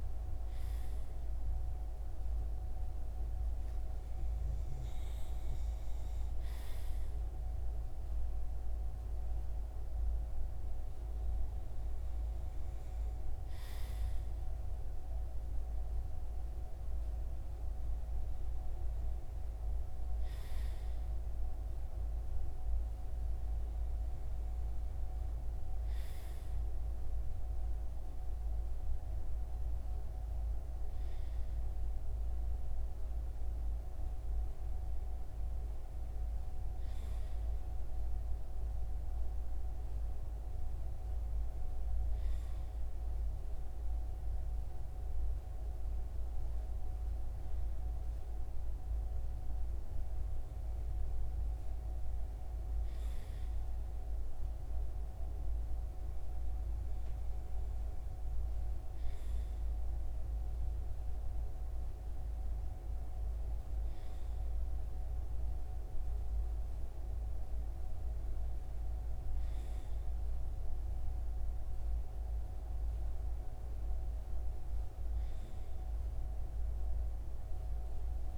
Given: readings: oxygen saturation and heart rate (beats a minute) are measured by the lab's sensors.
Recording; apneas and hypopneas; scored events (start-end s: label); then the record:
breathing in sleep, hard to hear, by a room microphone; none
none scored
From the record:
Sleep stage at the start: REM sleep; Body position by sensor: on the front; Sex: male